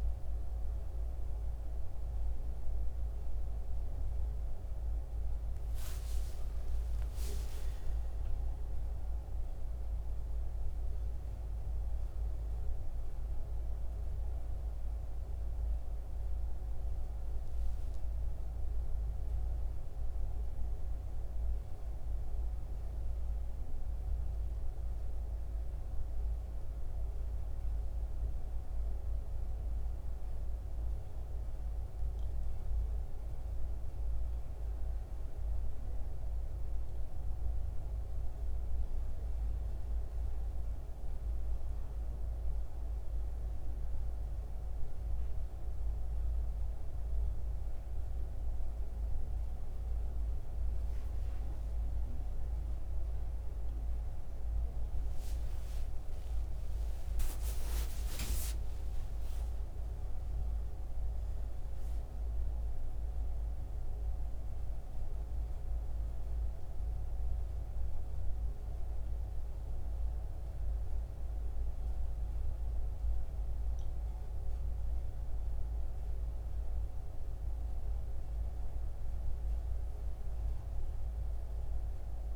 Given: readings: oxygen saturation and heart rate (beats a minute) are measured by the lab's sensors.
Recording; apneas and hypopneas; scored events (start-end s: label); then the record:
a person partly awake in a sleep study, hard to hear, by a room microphone; none
20.50-82.36 s: new sleep stage, N1 (lightest sleep)
34.50-61.50 s: oxygen desaturation (device-marked, oxygen 94% before, 89% lowest, heart rate 75 before, 74 extreme)
54.50-59.00 s: arousal
From the record:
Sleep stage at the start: awake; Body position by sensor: on the back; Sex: male